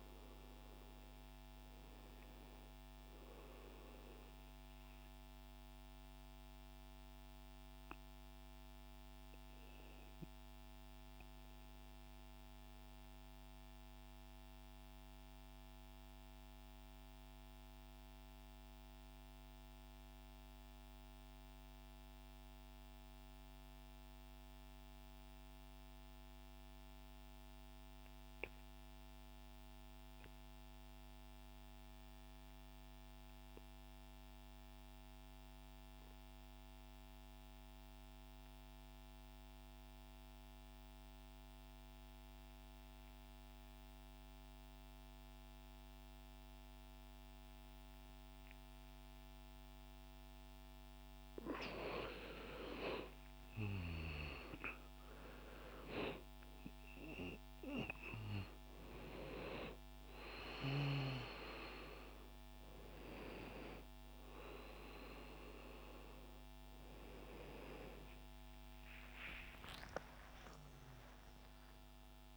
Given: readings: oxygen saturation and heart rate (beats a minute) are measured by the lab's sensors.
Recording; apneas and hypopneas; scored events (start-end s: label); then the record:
breathing in sleep by a microphone on the trachea; 1
0.00-18.00 s: oxygen desaturation (device-marked, oxygen 87% lowest, heart rate 95 extreme)
6.00-51.00 s: mixed apnea (oxygen 94% before, 87% lowest, heart rate 128 before, 89 extreme)
36.00-72.37 s: oxygen desaturation (device-marked, oxygen 99% before, 87% lowest, heart rate 159 before, 89 extreme)
52.00-57.50 s: arousal
69.00-72.37 s: arousal
From the record:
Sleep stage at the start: N2 (light sleep); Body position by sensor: on the right side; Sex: male